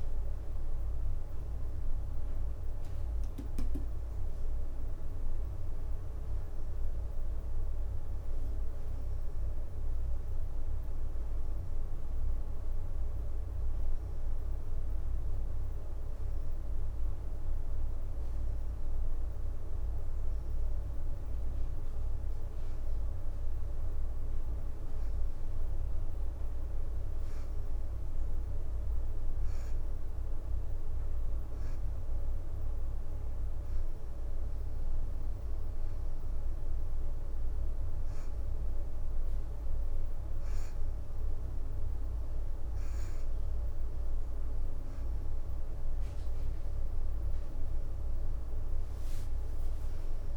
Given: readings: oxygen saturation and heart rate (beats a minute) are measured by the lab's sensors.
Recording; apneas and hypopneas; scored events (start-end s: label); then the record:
breathing in sleep, hard to hear, by a room microphone; none
0.50-1.50 s: leg movement (device-marked)
12.00-13.00 s: leg movement (device-marked)
13.50-15.50 s: leg movement (device-marked)
17.00-18.50 s: leg movement (device-marked)
19.00-21.00 s: leg movement (device-marked)
22.50-26.00 s: leg movement (device-marked)
30.00-33.00 s: leg movement (device-marked)
34.50-37.00 s: leg movement (device-marked)
44.00-45.00 s: leg movement (device-marked)
45.50-46.50 s: leg movement (device-marked)
From the record:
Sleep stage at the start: N2 (light sleep); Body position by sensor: on the back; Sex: female